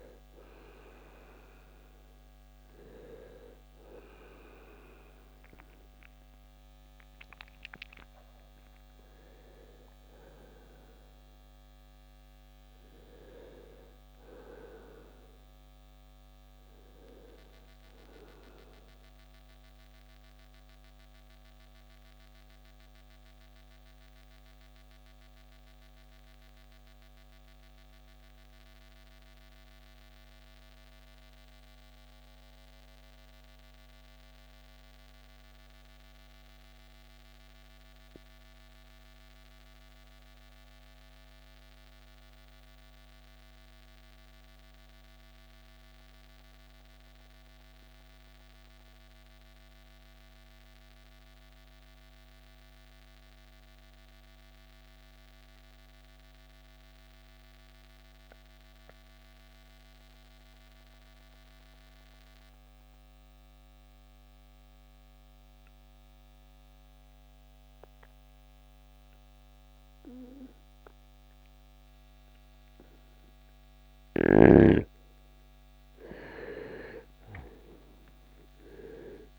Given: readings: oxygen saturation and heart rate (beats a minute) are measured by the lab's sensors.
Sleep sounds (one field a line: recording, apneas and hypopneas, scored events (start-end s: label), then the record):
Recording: breathing in sleep by a microphone on the trachea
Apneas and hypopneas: 1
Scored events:
0.00-36.50 s: oxygen desaturation (device-marked, oxygen 81% lowest, heart rate 48 extreme)
18.50-74.00 s: mixed apnea (oxygen 95% before, 79% lowest, heart rate 81 before, 47 extreme, up 17 after)
71.50-79.39 s: oxygen desaturation (device-marked, oxygen 97% before, 79% lowest, heart rate 52 before, 47 extreme)
75.50-79.39 s: arousal
From the record:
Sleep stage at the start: N2 (light sleep)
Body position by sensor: on the right side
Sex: male